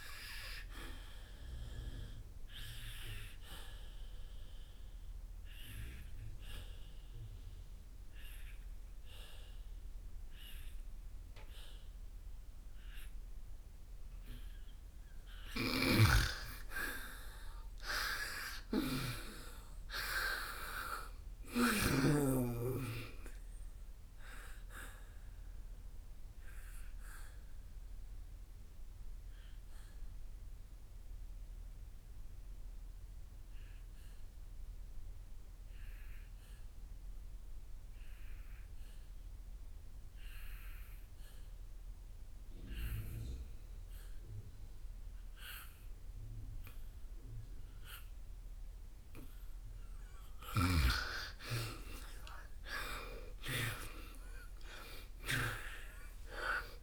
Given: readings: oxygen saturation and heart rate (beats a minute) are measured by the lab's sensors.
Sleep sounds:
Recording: breathing in sleep by a room microphone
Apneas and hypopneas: 2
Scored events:
0.00-16.50 s: oxygen desaturation (device-marked, oxygen 88% lowest, heart rate 57 extreme)
2.50-15.50 s: obstructive apnea (oxygen 99% before, 82% lowest, heart rate 67 before, 57 extreme, up 9 after)
17.50-20.50 s: arousal
18.50-47.50 s: oxygen desaturation (device-marked, oxygen 97% before, 85% lowest, heart rate 66 before, 56 extreme)
26.00-49.50 s: obstructive apnea (oxygen 97% before, 82% lowest, heart rate 65 before, 56 extreme, up 10 after)
49.50-56.83 s: oxygen desaturation (device-marked, oxygen 98% before, 82% lowest, heart rate 60 before, 56 extreme)
51.50-56.00 s: arousal
From the record:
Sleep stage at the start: N2 (light sleep)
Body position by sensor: on the back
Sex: female

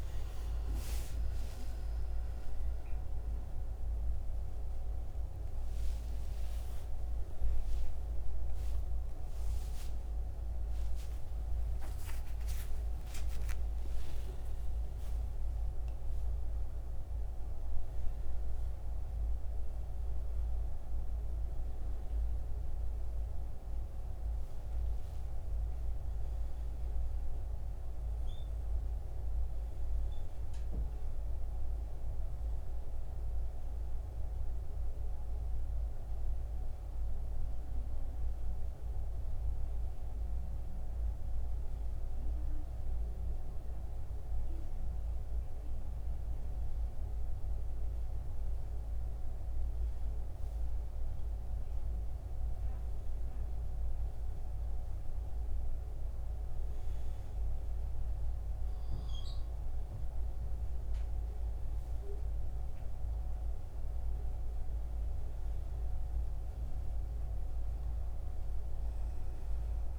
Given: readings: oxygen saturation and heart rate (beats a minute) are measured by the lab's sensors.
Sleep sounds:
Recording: a person partly awake in a sleep study, hard to hear, by a room microphone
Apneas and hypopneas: 1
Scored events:
8.00-17.00 s: oxygen desaturation (device-marked, oxygen 94% before, 90% lowest, heart rate 94 before, 74 extreme)
30.00-60.00 s: new sleep stage, N1 (lightest sleep)
41.50-52.00 s: hypopnea (oxygen 95% before, 82% lowest, heart rate 75 before, 69 extreme, up 4 after)
54.00-69.99 s: oxygen desaturation (device-marked, oxygen 92% before, 86% lowest, heart rate 72 before, 69 extreme)
57.00-60.50 s: arousal
60.00-69.99 s: new sleep stage, N2 (light sleep)
From the record:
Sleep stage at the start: awake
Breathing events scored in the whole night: 210 in 3.7 hours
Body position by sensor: on the back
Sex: male

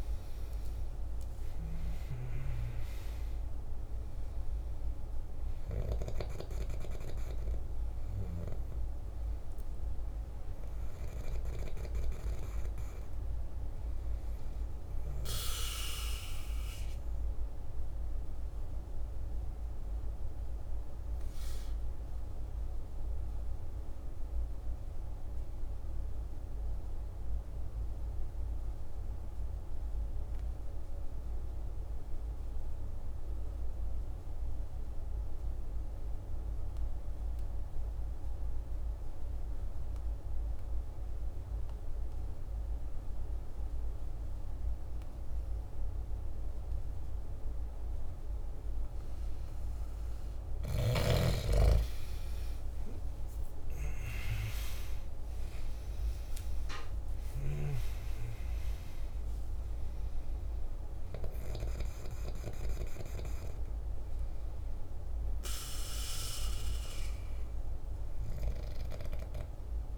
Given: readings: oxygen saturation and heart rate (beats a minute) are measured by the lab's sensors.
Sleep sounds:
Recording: breathing in sleep by a room microphone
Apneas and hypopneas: 1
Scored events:
0.00-25.50 s: oxygen desaturation (device-marked, oxygen 89% lowest, heart rate 49 extreme)
17.00-48.00 s: obstructive apnea (oxygen 98% before, 88% lowest, heart rate 56 before, 48 extreme, up 9 after)
42.50-57.50 s: oxygen desaturation (device-marked, oxygen 99% before, 93% lowest, heart rate 49 before, 47 extreme)
51.50-56.00 s: arousal
64.50-69.98 s: oxygen desaturation (device-marked, oxygen 94% before, 88% lowest, heart rate 57 before, 47 extreme)
From the record:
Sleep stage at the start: N2 (light sleep)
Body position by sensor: on the back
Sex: male

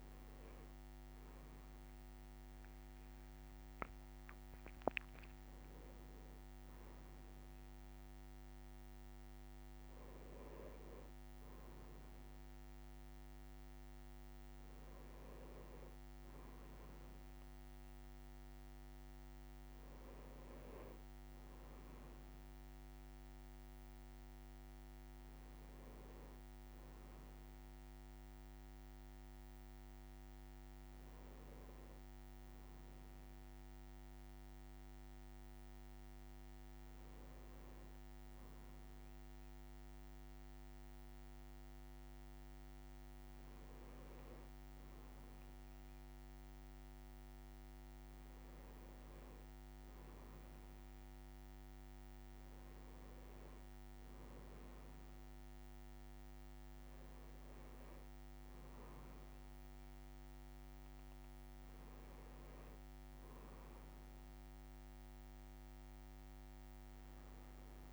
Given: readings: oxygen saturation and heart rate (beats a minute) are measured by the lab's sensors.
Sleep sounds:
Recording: a person awake in a sleep study, hard to hear, by a microphone on the trachea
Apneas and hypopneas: none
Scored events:
none scored
From the record:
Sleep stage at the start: awake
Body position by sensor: on the right side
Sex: male

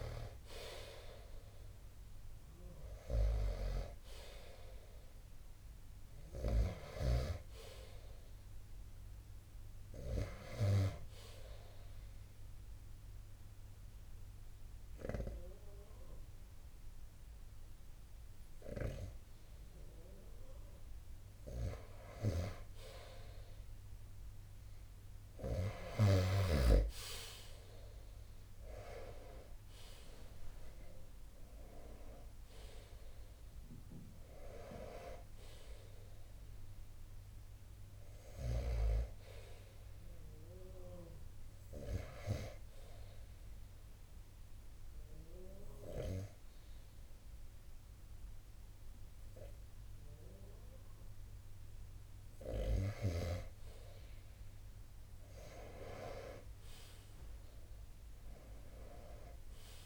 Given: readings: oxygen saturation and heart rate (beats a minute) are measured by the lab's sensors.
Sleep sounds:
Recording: breathing in sleep by a room microphone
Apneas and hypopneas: 2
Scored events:
0.00-15.50 s: oxygen desaturation (device-marked, oxygen 90% lowest, heart rate 35 extreme)
10.50-21.50 s: obstructive apnea (oxygen 93% before, 88% lowest, heart rate 55 before, 35 extreme, up 6 after)
23.50-29.00 s: arousal
29.50-51.50 s: oxygen desaturation (device-marked, oxygen 92% before, 89% lowest)
43.00-53.00 s: obstructive apnea (oxygen 92% before, 88% lowest)
55.00-59.50 s: arousal
From the record:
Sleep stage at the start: N2 (light sleep)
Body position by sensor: on the right side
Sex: male

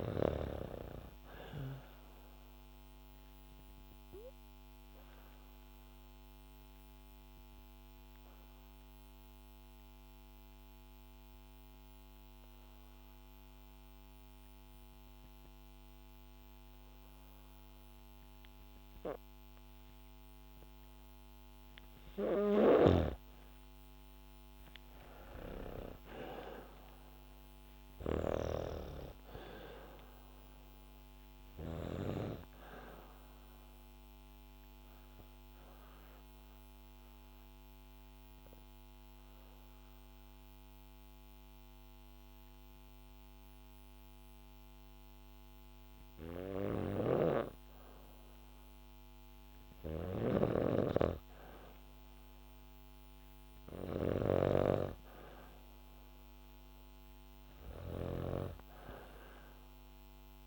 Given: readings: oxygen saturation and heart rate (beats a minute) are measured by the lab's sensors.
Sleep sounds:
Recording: breathing in sleep by a microphone on the trachea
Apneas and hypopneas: 2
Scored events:
3.50-21.50 s: obstructive apnea (oxygen 99% before, 94% lowest, heart rate 63 before, 61 extreme, up 5 after)
22.00-31.50 s: snoring (device-marked)
23.00-26.50 s: arousal
27.50-45.50 s: oxygen desaturation (device-marked, oxygen 99% before, 94% lowest, heart rate 64 before, 63 extreme)
35.50-45.50 s: obstructive apnea (oxygen 99% before, 94% lowest, heart rate 65 before, 63 extreme, up 2 after)
46.00-57.50 s: snoring (device-marked)
51.50-55.00 s: arousal
From the record:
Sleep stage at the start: N2 (light sleep)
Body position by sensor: on the back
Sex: female

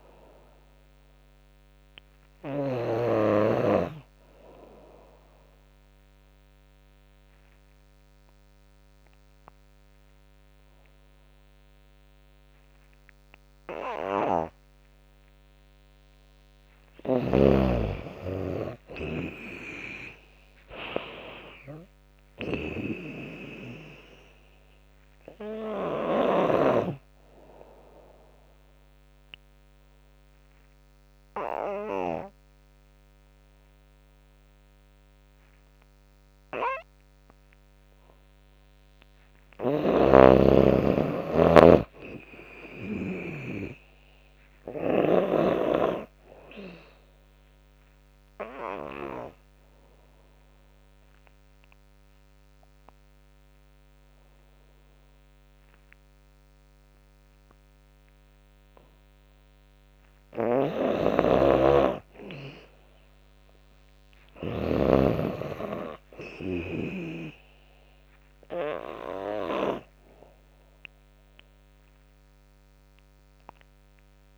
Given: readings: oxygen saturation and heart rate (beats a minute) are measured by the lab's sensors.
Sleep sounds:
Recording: breathing in sleep by a microphone on the trachea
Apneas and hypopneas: 3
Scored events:
0.00-1.00 s: long interval between heartbeats (device-marked, heart rate 108 extreme)
0.00-2.50 s: snoring (device-marked)
0.00-9.00 s: oxygen desaturation (device-marked, oxygen 91% lowest, heart rate 78 extreme)
4.50-6.50 s: long interval between heartbeats (device-marked, heart rate 102 before, 78 extreme)
5.00-15.50 s: obstructive apnea (oxygen 97% before, 91% lowest, heart rate 102 before, 77 extreme, up 25 after)
9.50-11.50 s: long interval between heartbeats (device-marked, heart rate 100 before, 86 extreme)
12.50-14.50 s: long interval between heartbeats (device-marked, heart rate 97 before, 92 extreme)
17.50-20.50 s: arousal
18.00-28.00 s: drop in pulse transit time (device-marked, heart rate 91 before, 87 extreme)
19.00-21.00 s: long interval between heartbeats (device-marked, heart rate 90 before, 91 extreme)
19.00-23.00 s: tachycardia (device-marked, heart rate 106 before, 101 extreme)
20.00-41.00 s: oxygen desaturation (device-marked, oxygen 97% before, 91% lowest, heart rate 89 before, 77 extreme)
24.50-26.50 s: long interval between heartbeats (device-marked, heart rate 89 before, 107 extreme)
27.00-29.00 s: long interval between heartbeats (device-marked, heart rate 92 before, 91 extreme)
27.00-37.50 s: obstructive apnea (oxygen 97% before, 91% lowest, heart rate 92 before, 77 extreme, up 21 after)
39.00-45.00 s: snoring (device-marked)
40.50-43.00 s: arousal
41.00-53.00 s: drop in pulse transit time (device-marked, heart rate 90 before, 82 extreme)
43.00-47.00 s: tachycardia (device-marked, heart rate 104 before, 106 extreme)
44.00-46.00 s: long interval between heartbeats (device-marked, heart rate 87 before, 95 extreme)
46.00-48.00 s: long interval between heartbeats (device-marked, heart rate 86 before, 105 extreme)
47.50-58.50 s: obstructive apnea (oxygen 98% before, 91% lowest, heart rate 87 before, 74 extreme, up 14 after)
50.50-52.50 s: long interval between heartbeats (device-marked, heart rate 89 before, 97 extreme)
52.50-54.50 s: long interval between heartbeats (device-marked, heart rate 89 before, 97 extreme)
54.00-56.00 s: tachycardia (device-marked, heart rate 103 before, 102 extreme)
55.50-57.50 s: long interval between heartbeats (device-marked, heart rate 92 before, 100 extreme)
60.00-64.50 s: snoring (device-marked)
62.00-64.00 s: long interval between heartbeats (device-marked, heart rate 99 before, 92 extreme)
62.00-72.00 s: tachycardia (device-marked, heart rate 102 before, 124 extreme)
63.00-67.00 s: arousal
64.00-66.00 s: long interval between heartbeats (device-marked, heart rate 100 before, 99 extreme)
66.00-68.00 s: long interval between heartbeats (device-marked, heart rate 100 before, 110 extreme)
68.00-74.38 s: oxygen desaturation (device-marked, oxygen 98% before, 92% lowest, heart rate 101 before, 74 extreme)
69.50-71.50 s: long interval between heartbeats (device-marked, heart rate 101 before, 116 extreme)
71.50-73.50 s: long interval between heartbeats (device-marked, heart rate 103 before, 111 extreme)
From the record:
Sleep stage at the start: N2 (light sleep)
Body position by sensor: on the back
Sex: female

